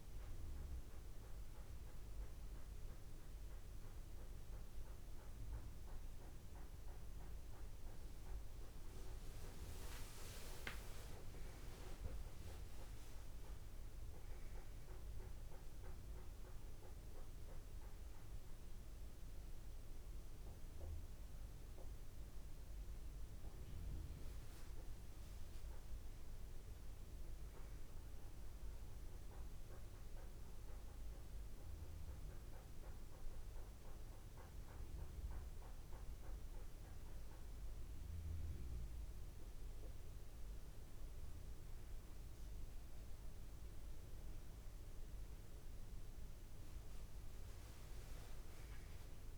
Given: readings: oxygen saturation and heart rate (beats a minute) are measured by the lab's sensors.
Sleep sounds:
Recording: breathing in sleep, hard to hear, by a room microphone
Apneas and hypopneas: none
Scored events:
8.00-34.00 s: tachycardia (device-marked)
From the record:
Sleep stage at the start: N2 (light sleep)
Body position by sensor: on the back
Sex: male

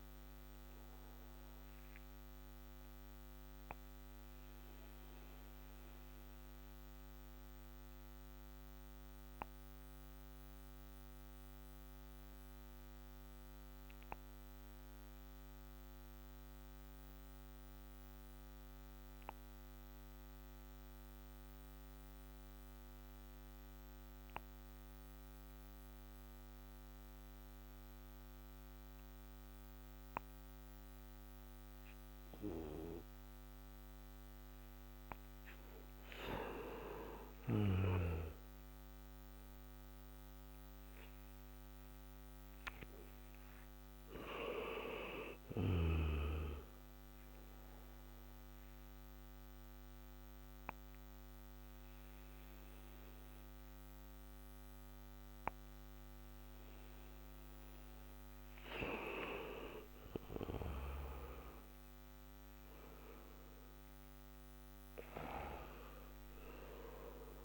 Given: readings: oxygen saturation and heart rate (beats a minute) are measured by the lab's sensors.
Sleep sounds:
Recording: breathing in sleep by a microphone on the trachea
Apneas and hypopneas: 2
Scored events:
4.50-30.50 s: obstructive apnea (oxygen 97% before, 87% lowest, heart rate 68 before, 58 extreme, up 25 after)
11.00-23.00 s: oxygen desaturation (device-marked, oxygen 94% before, 87% lowest, heart rate 68 before, 58 extreme)
36.00-39.50 s: arousal
36.00-67.45 s: new sleep stage, N1 (lightest sleep)
48.00-58.50 s: obstructive apnea (oxygen 98% before, 89% lowest, heart rate 71 before, 57 extreme, up 21 after)
51.00-67.45 s: oxygen desaturation (device-marked, oxygen 96% before, 89% lowest, heart rate 72 before, 57 extreme)
60.50-64.50 s: arousal
From the record:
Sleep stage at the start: N2 (light sleep)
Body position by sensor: on the back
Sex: male

